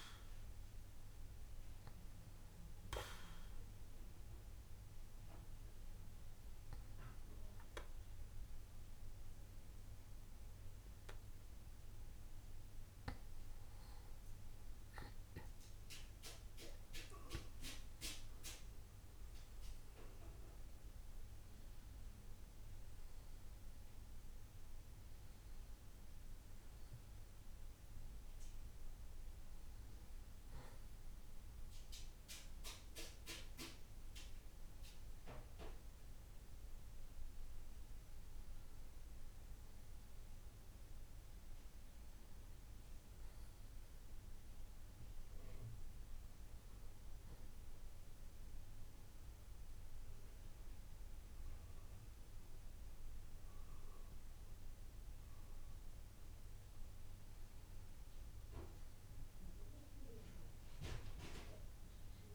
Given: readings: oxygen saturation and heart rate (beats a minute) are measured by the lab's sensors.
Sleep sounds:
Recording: breathing in sleep by a room microphone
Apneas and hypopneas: 2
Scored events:
3.00-15.00 s: obstructive apnea (oxygen 96% before, 94% lowest, heart rate 69 before, 67 extreme, up 6 after)
17.50-21.00 s: arousal
39.00-42.50 s: arousal
47.50-58.00 s: hypopnea (oxygen 95% before, 93% lowest, heart rate 70 before, 65 extreme, up 8 after)
From the record:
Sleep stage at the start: N2 (light sleep)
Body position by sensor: on the back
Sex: male

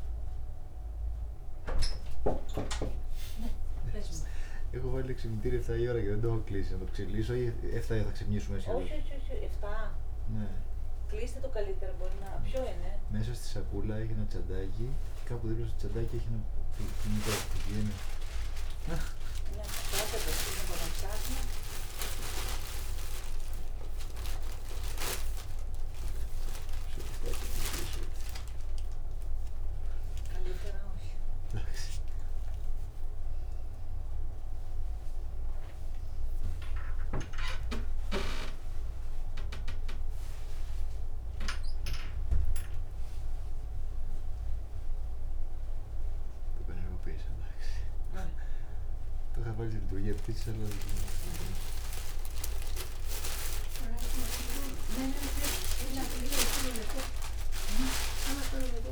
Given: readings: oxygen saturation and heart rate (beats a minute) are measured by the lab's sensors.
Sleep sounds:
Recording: a person awake in a sleep study, by a room microphone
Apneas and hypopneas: none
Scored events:
none scored
From the record:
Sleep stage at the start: awake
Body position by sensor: on the right side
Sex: male

